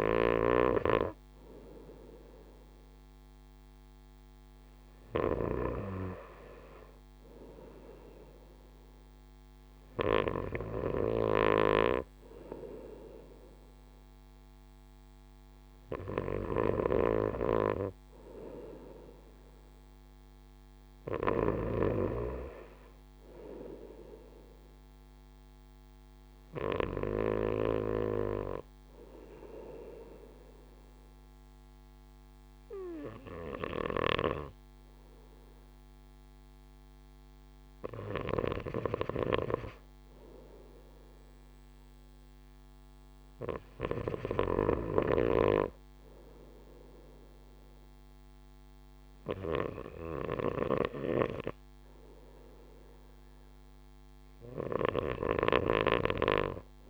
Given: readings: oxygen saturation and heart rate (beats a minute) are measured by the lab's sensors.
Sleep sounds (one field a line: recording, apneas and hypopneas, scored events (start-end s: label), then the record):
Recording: breathing in sleep by a microphone on the trachea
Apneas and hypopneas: none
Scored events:
17.00-22.00 s: snoring (device-marked)
55.00-56.90 s: snoring (device-marked)
From the record:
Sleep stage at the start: N1 (lightest sleep)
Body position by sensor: on the right side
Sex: male